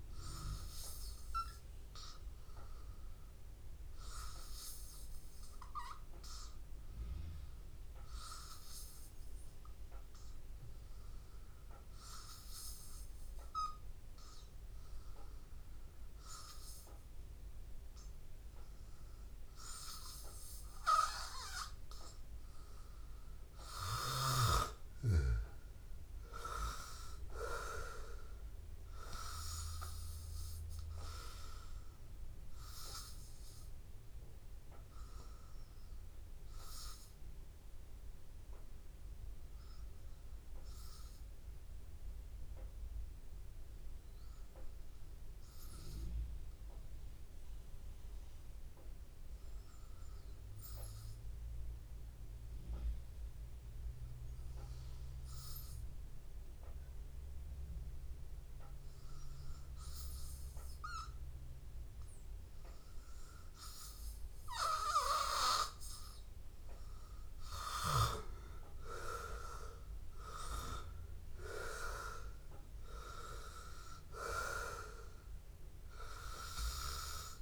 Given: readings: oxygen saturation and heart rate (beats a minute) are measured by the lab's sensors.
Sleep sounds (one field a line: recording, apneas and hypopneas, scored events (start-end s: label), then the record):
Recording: breathing in sleep by a room microphone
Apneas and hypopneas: 2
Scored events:
5.00-21.50 s: hypopnea (oxygen 95% before, 90% lowest, heart rate 84 before, 83 extreme, up 1 after)
22.50-43.50 s: oxygen desaturation (device-marked, oxygen 96% before, 92% lowest, heart rate 84 before, 82 extreme)
24.50-28.50 s: arousal
41.50-64.50 s: hypopnea (oxygen 96% before, 90% lowest, heart rate 85 before, 82 extreme, up 3 after)
54.50-77.42 s: oxygen desaturation (device-marked, oxygen 98% before, 90% lowest, heart rate 84 before, 81 extreme)
66.50-70.00 s: arousal
From the record:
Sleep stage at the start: N2 (light sleep)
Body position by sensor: on the back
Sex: male